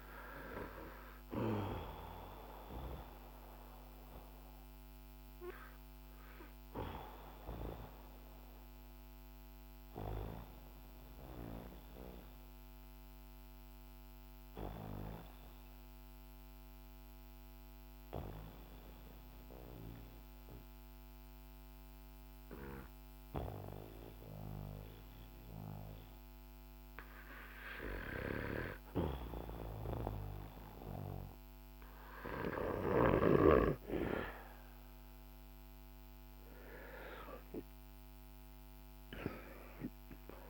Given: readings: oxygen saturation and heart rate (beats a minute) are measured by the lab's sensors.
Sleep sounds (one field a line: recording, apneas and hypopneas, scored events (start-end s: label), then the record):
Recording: breathing in sleep by a microphone on the trachea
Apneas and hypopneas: 1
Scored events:
0.00-25.00 s: oxygen desaturation (device-marked, oxygen 91% lowest, heart rate 44 extreme)
4.00-30.50 s: obstructive apnea (oxygen 97% before, 91% lowest, heart rate 56 before, 44 extreme, up 14 after)
38.00-40.50 s: oxygen desaturation (device-marked, oxygen 97% before, 91% lowest, heart rate 50 before, 45 extreme)
From the record:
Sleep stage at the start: N2 (light sleep)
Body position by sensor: on the back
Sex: male